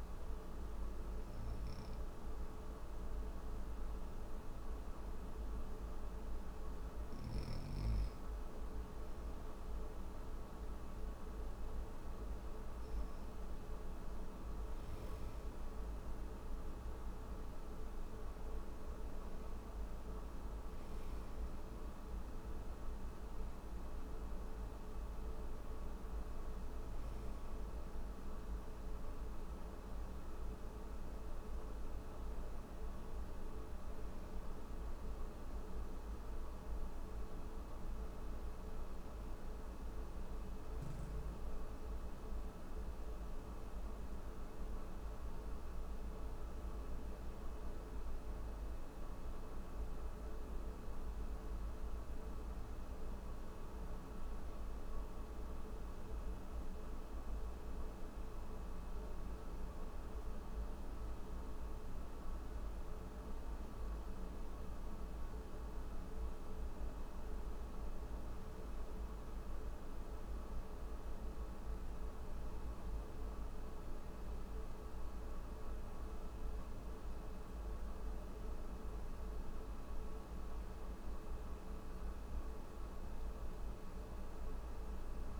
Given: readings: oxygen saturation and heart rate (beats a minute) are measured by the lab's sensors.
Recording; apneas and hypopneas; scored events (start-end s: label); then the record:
breathing in sleep, hard to hear, by a room microphone; none
23.00-38.00 s: oxygen desaturation (device-marked, oxygen 97% before, 93% lowest, heart rate 68 before, 64 extreme)
From the record:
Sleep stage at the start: N3 (deep sleep); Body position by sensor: on the back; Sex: male